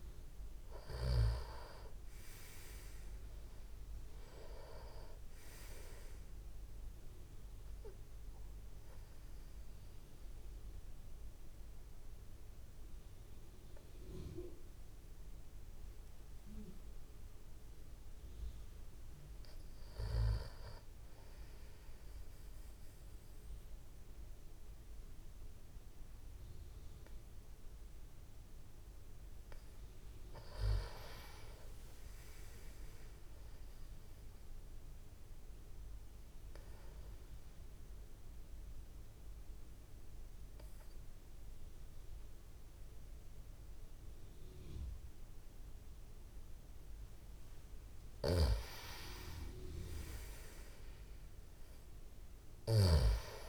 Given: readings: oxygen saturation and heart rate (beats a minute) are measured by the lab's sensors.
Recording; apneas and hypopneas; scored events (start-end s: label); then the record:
breathing in sleep by a room microphone; 2
0.00-1.00 s: arousal
0.00-1.50 s: snoring (device-marked)
0.00-24.00 s: oxygen desaturation (device-marked, oxygen 90% lowest, heart rate 81 extreme)
5.00-34.00 s: tachycardia (device-marked, heart rate 100 before, 192 extreme)
6.50-18.00 s: obstructive apnea (oxygen 97% before, 90% lowest, heart rate 74 before, 100 extreme)
25.00-29.50 s: arousal
35.00-37.00 s: tachycardia (device-marked, heart rate 107 before, 126 extreme)
35.50-47.00 s: obstructive apnea (oxygen 98% before, 90% lowest)
38.00-47.00 s: tachycardia (device-marked, heart rate 108 before, 145 extreme)
48.00-53.00 s: snoring (device-marked)
49.50-53.49 s: arousal
From the record:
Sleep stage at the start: N2 (light sleep); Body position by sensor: on the back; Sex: male